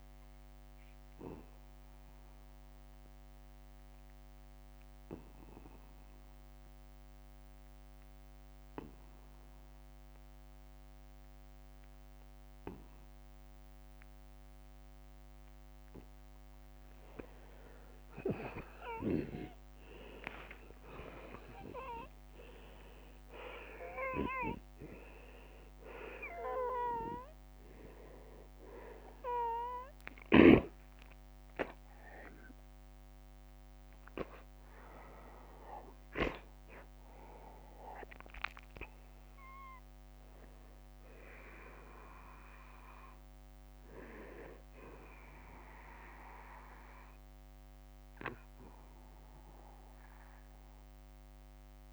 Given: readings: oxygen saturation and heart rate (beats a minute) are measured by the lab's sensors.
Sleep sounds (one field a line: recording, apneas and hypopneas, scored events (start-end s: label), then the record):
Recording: breathing in sleep by a microphone on the trachea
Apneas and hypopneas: 1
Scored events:
1.50-16.50 s: obstructive apnea (oxygen 96% before, 88% lowest, heart rate 57 before, 43 extreme, up 20 after)
2.00-4.00 s: long interval between heartbeats (device-marked, heart rate 57 before, 58 extreme)
18.50-22.50 s: arousal
23.50-28.50 s: oxygen desaturation (device-marked, oxygen 96% before, 93% lowest, heart rate 51 before, 50 extreme)
30.50-39.50 s: oxygen desaturation (device-marked, oxygen 96% before, 92% lowest, heart rate 57 before, 50 extreme)
48.50-51.93 s: oxygen desaturation (device-marked, oxygen 94% before, 88% lowest, heart rate 63 before, 49 extreme)
From the record:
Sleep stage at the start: N2 (light sleep)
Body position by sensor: on the back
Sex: male